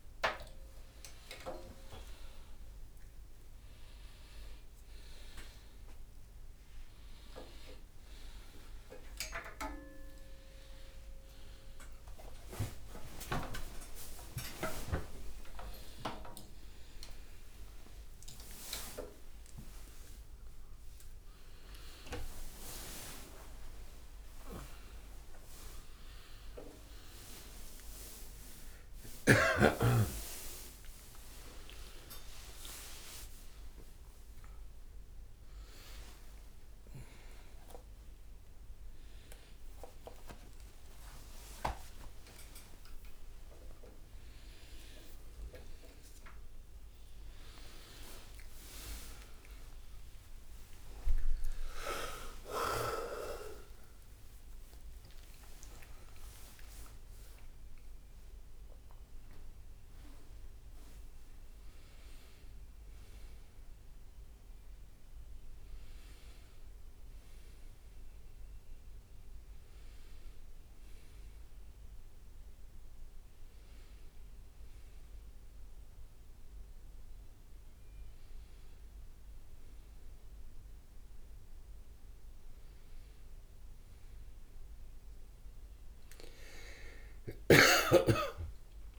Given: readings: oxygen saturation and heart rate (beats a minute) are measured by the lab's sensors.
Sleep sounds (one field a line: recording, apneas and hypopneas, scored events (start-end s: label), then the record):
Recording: a person awake in a sleep study, by a room microphone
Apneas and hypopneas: none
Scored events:
35.50-38.00 s: leg movement (device-marked)
40.00-43.00 s: leg movement (device-marked)
44.50-46.50 s: leg movement (device-marked)
47.50-49.50 s: leg movement (device-marked)
50.00-56.00 s: leg movement (device-marked)
51.00-66.00 s: oxygen desaturation (device-marked, oxygen 99% before, 96% lowest, heart rate 162 before, 67 extreme)
58.50-61.00 s: leg movement (device-marked)
65.00-88.99 s: new sleep stage, N1 (lightest sleep)
73.00-78.00 s: oxygen desaturation (device-marked, oxygen 99% before, 95% lowest, heart rate 91 before, 67 extreme)
87.00-88.50 s: leg movement (device-marked)
87.50-88.99 s: arousal
From the record:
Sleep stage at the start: awake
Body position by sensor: on the back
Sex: male